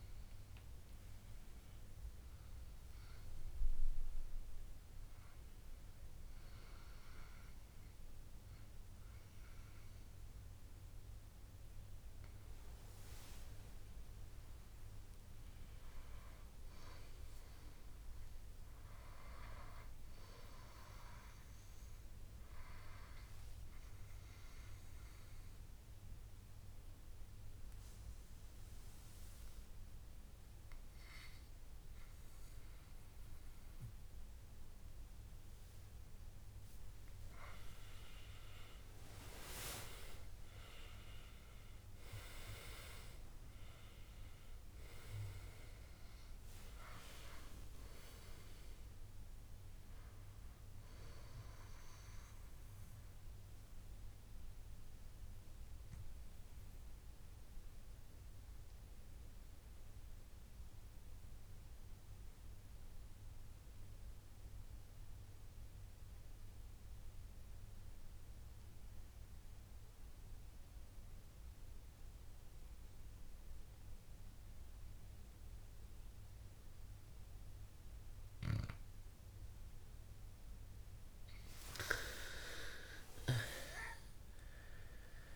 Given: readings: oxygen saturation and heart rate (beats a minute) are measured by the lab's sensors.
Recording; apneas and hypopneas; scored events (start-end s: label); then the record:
breathing in sleep by a room microphone; 2
0.00-17.00 s: oxygen desaturation (device-marked, oxygen 89% lowest, heart rate 64 extreme)
14.50-18.50 s: arousal
24.50-37.00 s: obstructive apnea (oxygen 99% before, 91% lowest, heart rate 75 before, 63 extreme, up 14 after)
39.50-43.00 s: arousal
42.00-65.00 s: oxygen desaturation (device-marked, oxygen 97% before, 94% lowest, heart rate 69 before, 59 extreme)
54.00-81.00 s: obstructive apnea (oxygen 98% before, 91% lowest, heart rate 73 before, 59 extreme, up 17 after)
79.00-85.36 s: oxygen desaturation (device-marked, oxygen 98% before, 91% lowest, heart rate 61 before, 60 extreme)
82.50-85.36 s: arousal
From the record:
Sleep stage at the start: N2 (light sleep); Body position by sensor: on the back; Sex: male